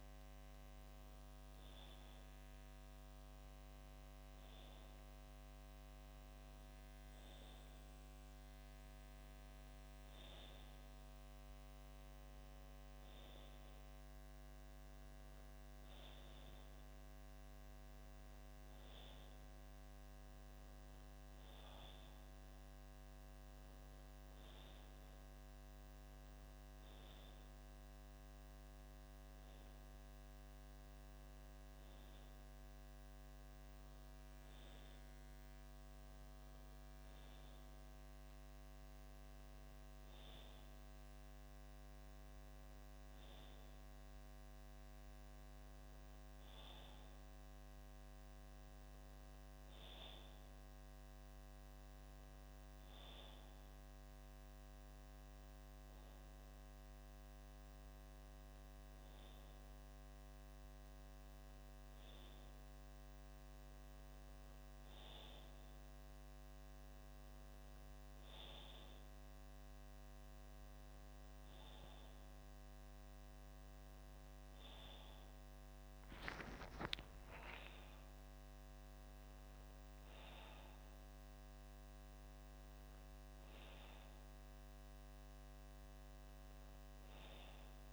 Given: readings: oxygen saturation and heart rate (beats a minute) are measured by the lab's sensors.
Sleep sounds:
breathing in sleep, hard to hear, by a microphone on the trachea; none
71.50-76.50 s: arousal
From the record:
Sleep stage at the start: N2 (light sleep); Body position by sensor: on the back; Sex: male

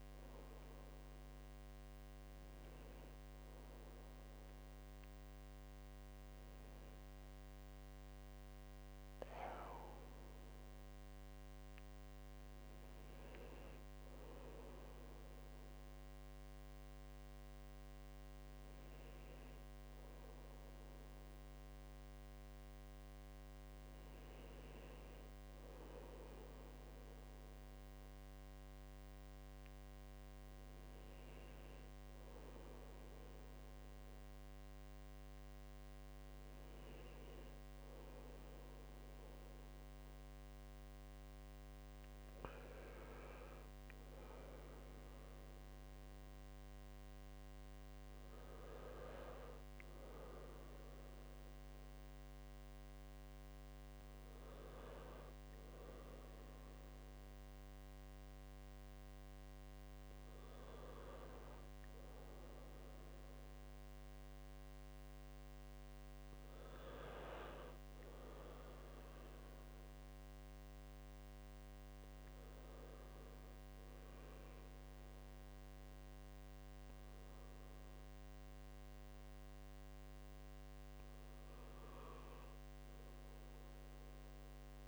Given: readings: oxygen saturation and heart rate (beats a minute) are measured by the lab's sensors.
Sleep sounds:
breathing in sleep, hard to hear, by a microphone on the trachea; none
65.50-70.00 s: arousal
From the record:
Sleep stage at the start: N1 (lightest sleep); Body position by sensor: on the right side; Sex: male

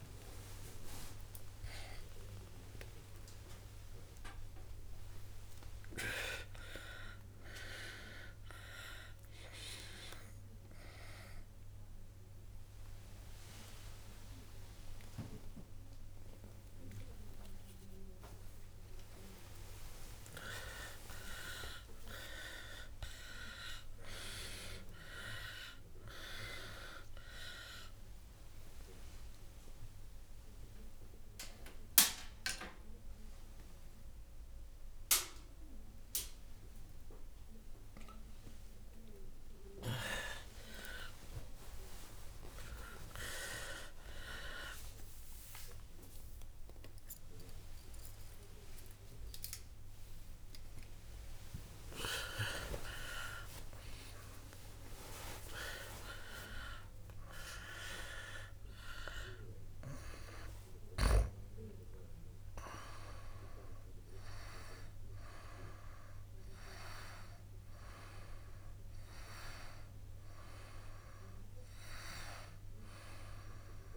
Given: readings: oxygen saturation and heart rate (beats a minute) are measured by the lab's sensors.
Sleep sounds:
a person awake in a sleep study, by a room microphone; none
0.00-1.00 s: long interval between heartbeats (device-marked, heart rate 83 extreme)
0.00-19.00 s: oxygen desaturation (device-marked, oxygen 83% lowest, heart rate 75 extreme)
1.00-7.00 s: tachycardia (device-marked, heart rate 71 before, 105 extreme)
5.00-7.00 s: long interval between heartbeats (device-marked, heart rate 82 before, 102 extreme)
12.00-24.00 s: tachycardia (device-marked, heart rate 71 before, 150 extreme)
15.50-17.50 s: long interval between heartbeats (device-marked, heart rate 89 before, 110 extreme)
18.50-20.50 s: long interval between heartbeats (device-marked, heart rate 94 before, 138 extreme)
20.50-22.50 s: long interval between heartbeats (device-marked, heart rate 100 before, 133 extreme)
24.50-26.50 s: long interval between heartbeats (device-marked, heart rate 111 before, 117 extreme)
26.00-58.00 s: tachycardia (device-marked, heart rate 72 before, 178 extreme)
29.00-31.00 s: long interval between heartbeats (device-marked, heart rate 112 before, 119 extreme)
31.00-33.00 s: long interval between heartbeats (device-marked, heart rate 113 before, 136 extreme)
38.50-40.50 s: long interval between heartbeats (device-marked, heart rate 133 before, 116 extreme)
42.50-44.50 s: long interval between heartbeats (device-marked, heart rate 129 before, 133 extreme)
44.50-46.50 s: long interval between heartbeats (device-marked, heart rate 129 before, 119 extreme)
52.00-54.00 s: long interval between heartbeats (device-marked, heart rate 131 before, 127 extreme)
54.00-56.00 s: long interval between heartbeats (device-marked, heart rate 128 before, 135 extreme)
56.50-58.50 s: long interval between heartbeats (device-marked, heart rate 125 before, 143 extreme)
73.00-73.97 s: new sleep stage, N2 (light sleep)
From the record:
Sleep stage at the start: awake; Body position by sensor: on the right side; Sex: male

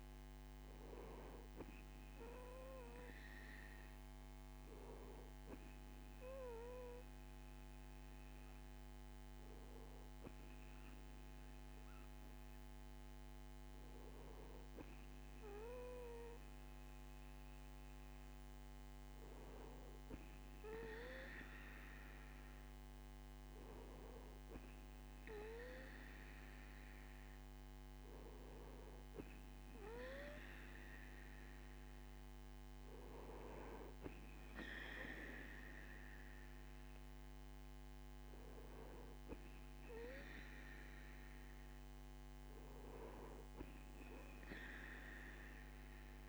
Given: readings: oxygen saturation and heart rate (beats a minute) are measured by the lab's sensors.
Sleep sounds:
breathing in sleep by a microphone on the trachea; none
none scored
From the record:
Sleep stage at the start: N2 (light sleep); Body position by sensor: on the right side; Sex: male

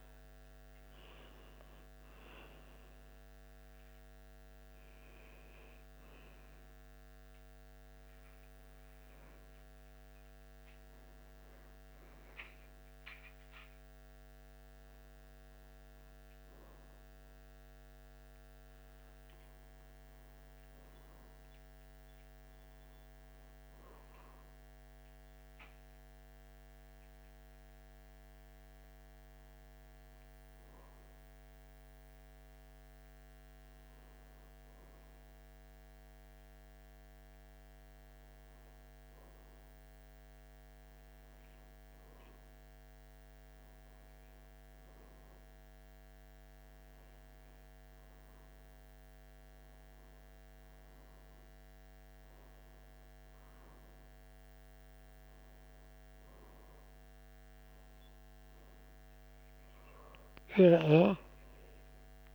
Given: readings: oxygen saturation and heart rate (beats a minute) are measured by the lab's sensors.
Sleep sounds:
a person partly awake in a sleep study, hard to hear, by a microphone on the trachea; none
3.50-62.35 s: new sleep stage, N1 (lightest sleep)
From the record:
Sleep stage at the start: awake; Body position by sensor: on the back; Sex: male

